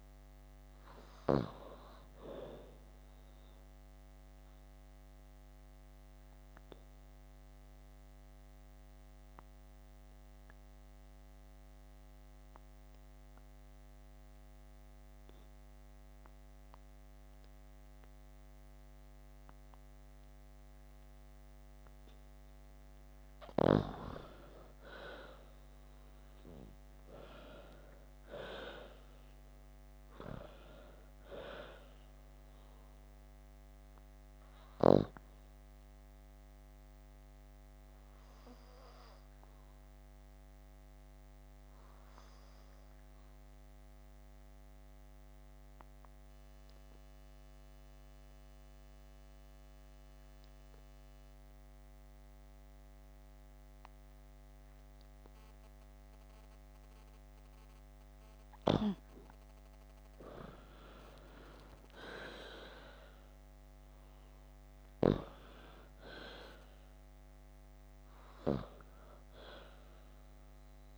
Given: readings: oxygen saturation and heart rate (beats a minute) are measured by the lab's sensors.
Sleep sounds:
breathing in sleep by a microphone on the trachea; 2
0.00-5.50 s: oxygen desaturation (device-marked, oxygen 89% lowest, heart rate 52 extreme)
4.50-22.50 s: obstructive apnea (oxygen 96% before, 87% lowest)
25.50-30.50 s: arousal
25.50-53.50 s: oxygen desaturation (device-marked, oxygen 97% before, 88% lowest)
36.50-56.50 s: obstructive apnea (oxygen 97% before, 87% lowest)
59.50-63.50 s: arousal
64.50-70.98 s: oxygen desaturation (device-marked, oxygen 95% before, 87% lowest)
From the record:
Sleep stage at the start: N2 (light sleep); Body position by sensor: on the back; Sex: female

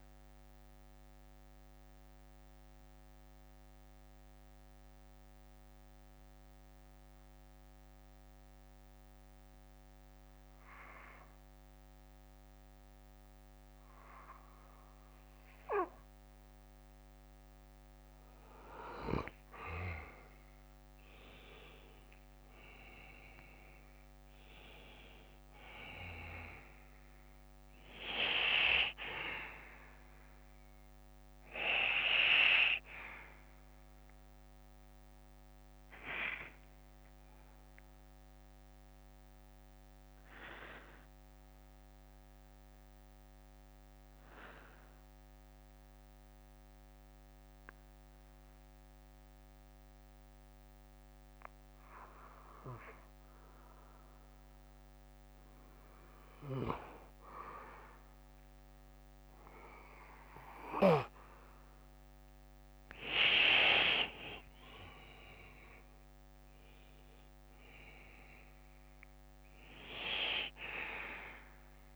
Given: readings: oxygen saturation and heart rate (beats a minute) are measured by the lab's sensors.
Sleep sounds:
breathing in sleep by a microphone on the trachea; 2
0.00-11.50 s: oxygen desaturation (device-marked, oxygen 90% lowest, heart rate 50 extreme)
0.00-16.50 s: bradycardia (device-marked, heart rate 50 extreme)
1.00-17.50 s: mixed apnea (oxygen 97% before, 90% lowest, heart rate 61 before, 50 extreme, up 14 after)
22.00-26.00 s: arousal
31.50-37.50 s: bradycardia (device-marked, heart rate 59 before, 50 extreme)
38.50-44.50 s: bradycardia (device-marked, heart rate 59 before, 53 extreme)
41.00-55.50 s: mixed apnea (oxygen 97% before, 89% lowest, heart rate 63 before, 50 extreme, up 8 after)
41.50-54.50 s: oxygen desaturation (device-marked, oxygen 95% before, 90% lowest, heart rate 63 before, 56 extreme)
46.50-56.50 s: bradycardia (device-marked, heart rate 59 before, 56 extreme)
65.50-70.00 s: arousal
70.50-71.95 s: bradycardia (device-marked, heart rate 59 before, 46 extreme)
From the record:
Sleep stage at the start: N2 (light sleep); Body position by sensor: on the back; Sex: male

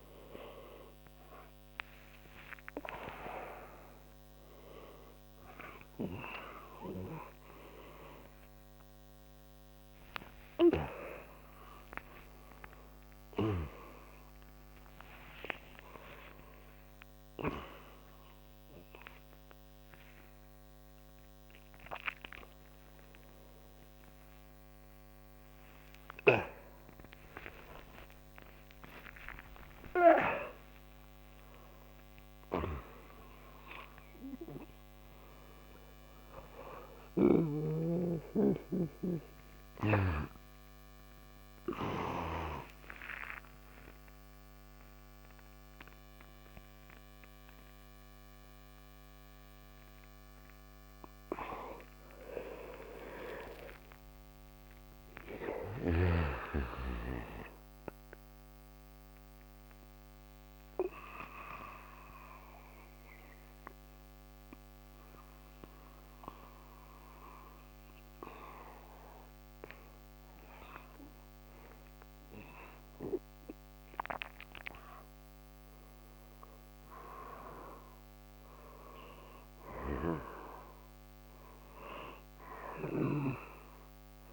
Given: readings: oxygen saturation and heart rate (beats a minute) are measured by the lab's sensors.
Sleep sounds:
a person awake in a sleep study, by a microphone on the trachea; none
0.00-19.00 s: oxygen desaturation (device-marked, oxygen 88% lowest)
5.00-65.00 s: new sleep stage, awake
37.00-42.50 s: snoring (device-marked)
65.00-84.33 s: new sleep stage, N1 (lightest sleep)
79.50-83.00 s: snoring (device-marked)
From the record:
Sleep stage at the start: N2 (light sleep); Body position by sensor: on the back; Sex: male

